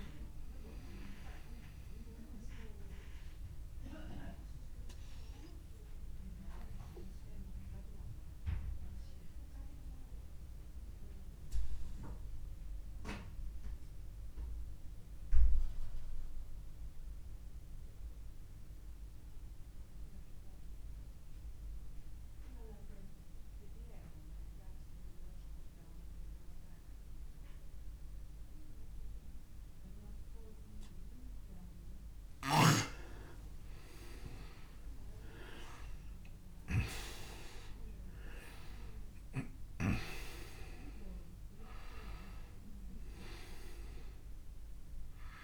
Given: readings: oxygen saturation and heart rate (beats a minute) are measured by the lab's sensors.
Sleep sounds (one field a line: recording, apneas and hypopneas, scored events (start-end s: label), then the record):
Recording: breathing in sleep by a room microphone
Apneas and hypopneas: 1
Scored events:
0.00-15.00 s: oxygen desaturation (device-marked, oxygen 85% lowest)
1.50-31.00 s: obstructive apnea (oxygen 97% before, 85% lowest)
34.00-39.00 s: arousal
37.00-45.44 s: oxygen desaturation (device-marked, oxygen 99% before, 91% lowest)
From the record:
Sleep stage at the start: REM sleep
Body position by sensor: on the back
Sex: male